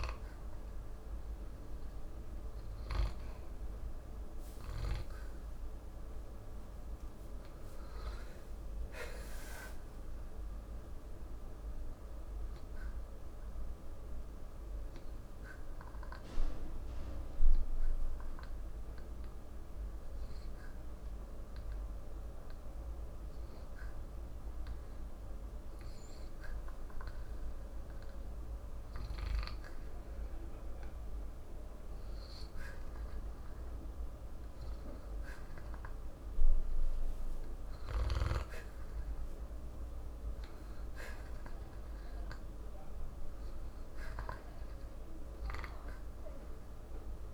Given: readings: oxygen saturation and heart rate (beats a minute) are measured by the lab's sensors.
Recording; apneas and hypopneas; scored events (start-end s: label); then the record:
breathing in sleep by a room microphone; 1
7.00-10.50 s: arousal
11.50-29.50 s: hypopnea (oxygen 94% before, 89% lowest, heart rate 64 before, 54 extreme, up 0 after)
32.50-36.00 s: arousal
39.50-47.34 s: oxygen desaturation (device-marked, oxygen 95% before, 89% lowest, heart rate 55 before, 54 extreme)
From the record:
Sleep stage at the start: N2 (light sleep); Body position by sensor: on the back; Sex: male